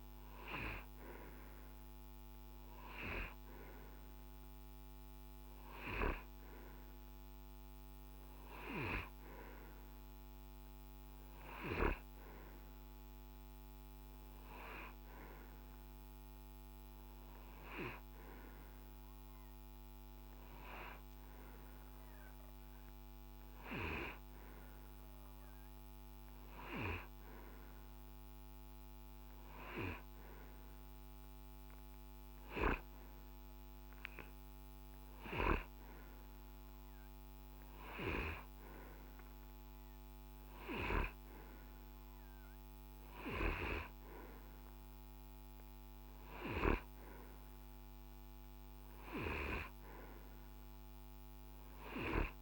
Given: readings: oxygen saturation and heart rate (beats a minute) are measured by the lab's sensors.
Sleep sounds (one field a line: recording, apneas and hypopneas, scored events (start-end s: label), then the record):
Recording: breathing in sleep by a microphone on the trachea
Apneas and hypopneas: none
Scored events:
none scored
From the record:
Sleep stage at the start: N2 (light sleep)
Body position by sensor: on the right side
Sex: male